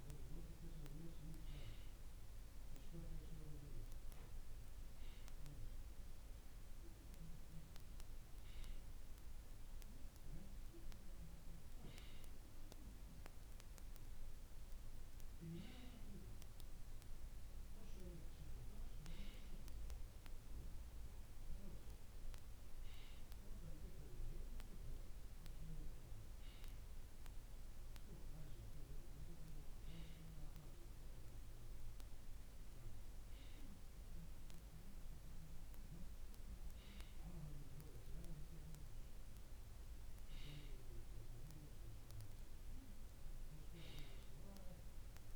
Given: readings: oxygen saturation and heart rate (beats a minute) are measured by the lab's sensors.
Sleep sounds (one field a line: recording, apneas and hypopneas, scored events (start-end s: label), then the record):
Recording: breathing in sleep by a room microphone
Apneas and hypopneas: none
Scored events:
none scored
From the record:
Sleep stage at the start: N2 (light sleep)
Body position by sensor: on the right side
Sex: male